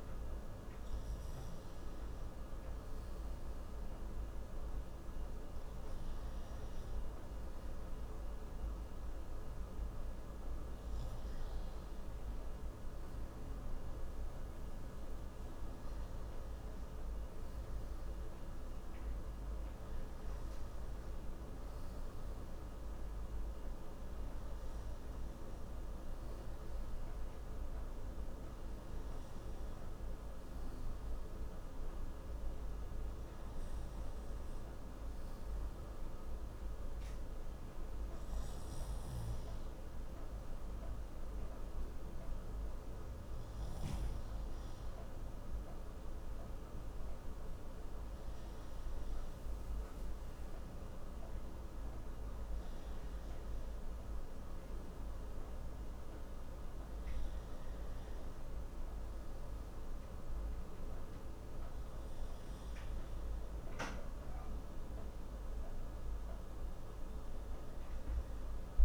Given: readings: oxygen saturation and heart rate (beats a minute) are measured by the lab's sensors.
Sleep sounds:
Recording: breathing in sleep, hard to hear, by a room microphone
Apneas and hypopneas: none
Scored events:
none scored
From the record:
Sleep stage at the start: N1 (lightest sleep)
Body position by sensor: on the left side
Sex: male

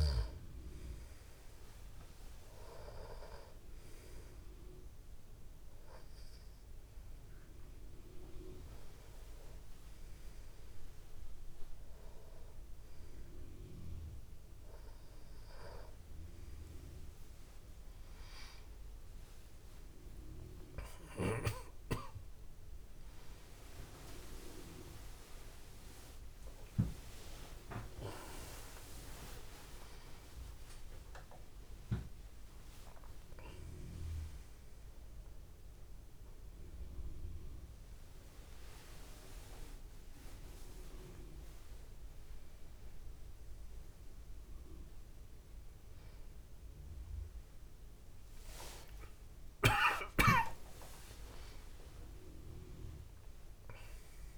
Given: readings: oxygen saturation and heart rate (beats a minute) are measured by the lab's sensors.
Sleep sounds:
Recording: a person awake in a sleep study, by a room microphone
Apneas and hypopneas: none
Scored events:
5.50-17.50 s: oxygen desaturation (device-marked, oxygen 97% before, 90% lowest)
From the record:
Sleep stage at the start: awake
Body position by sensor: on the back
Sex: male

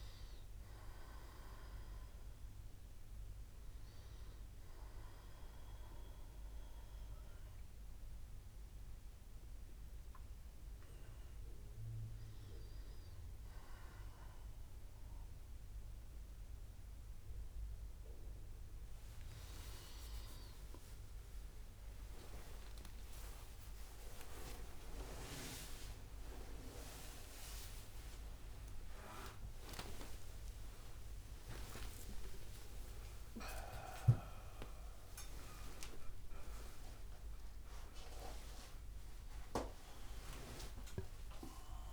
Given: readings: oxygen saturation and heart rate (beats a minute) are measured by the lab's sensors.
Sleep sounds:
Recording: a person awake in a sleep study, by a room microphone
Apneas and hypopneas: none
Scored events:
13.50-41.93 s: new sleep stage, awake
24.00-26.00 s: long interval between heartbeats (device-marked, heart rate 69 before, 99 extreme)
26.50-28.50 s: long interval between heartbeats (device-marked, heart rate 76 before, 144 extreme)
30.00-32.00 s: long interval between heartbeats (device-marked, heart rate 89 before, 156 extreme)
36.00-38.00 s: long interval between heartbeats (device-marked, heart rate 112 before, 135 extreme)
38.00-40.00 s: long interval between heartbeats (device-marked, heart rate 118 before, 155 extreme)
40.50-41.93 s: long interval between heartbeats (device-marked, heart rate 133 before, 174 extreme)
From the record:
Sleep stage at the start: N1 (lightest sleep)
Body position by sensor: on the right side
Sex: male

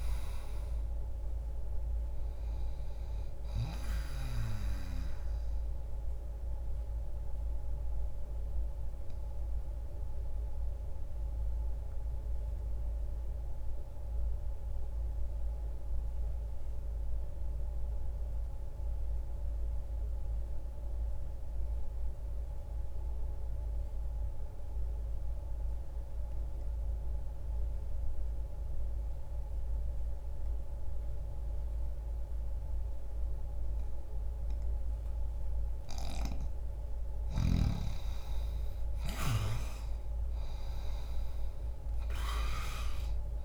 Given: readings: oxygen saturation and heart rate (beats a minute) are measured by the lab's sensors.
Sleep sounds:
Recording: breathing in sleep by a room microphone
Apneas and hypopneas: 1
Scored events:
6.00-36.50 s: mixed apnea (oxygen 98% before, 83% lowest, heart rate 63 before, 60 extreme, up 20 after)
18.50-31.50 s: oxygen desaturation (device-marked, oxygen 94% before, 84% lowest, heart rate 60 before, 60 extreme)
33.50-43.45 s: oxygen desaturation (device-marked, oxygen 98% before, 90% lowest, heart rate 61 before, 60 extreme)
38.50-43.45 s: arousal
From the record:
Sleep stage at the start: N2 (light sleep)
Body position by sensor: on the back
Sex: male

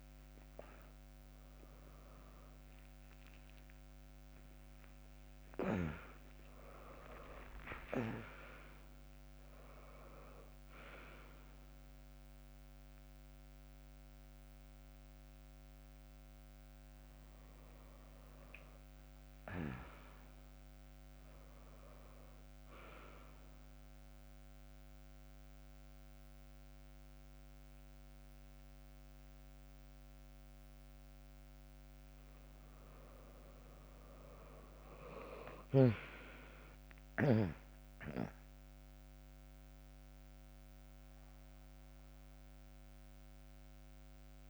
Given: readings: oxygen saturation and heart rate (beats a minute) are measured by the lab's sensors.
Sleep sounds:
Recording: breathing in sleep by a microphone on the trachea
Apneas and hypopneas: 1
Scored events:
3.00-6.00 s: tachycardia (device-marked, heart rate 82 before, 94 extreme)
4.00-7.50 s: arousal
6.00-8.00 s: long interval between heartbeats (device-marked, heart rate 83 before, 102 extreme)
22.50-32.50 s: central apnea (oxygen 99% before, 96% lowest, heart rate 89 before, 73 extreme, up 2 after)
35.00-39.50 s: arousal
37.00-44.50 s: drop in pulse transit time (device-marked, heart rate 82 before, 81 extreme)
From the record:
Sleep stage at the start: N1 (lightest sleep)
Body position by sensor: on the back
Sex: female

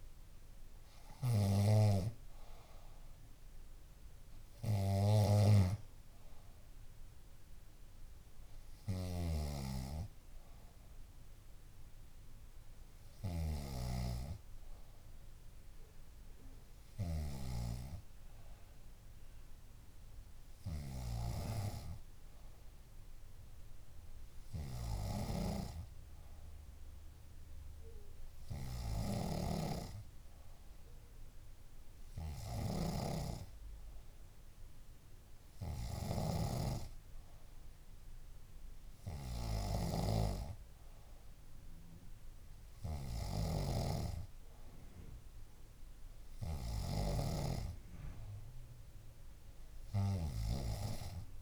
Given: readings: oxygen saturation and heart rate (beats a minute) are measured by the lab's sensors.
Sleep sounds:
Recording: breathing in sleep by a room microphone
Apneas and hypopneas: none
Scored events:
0.00-14.50 s: snoring (device-marked)
29.00-47.50 s: snoring (device-marked)
From the record:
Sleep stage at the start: N2 (light sleep)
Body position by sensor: on the back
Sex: female

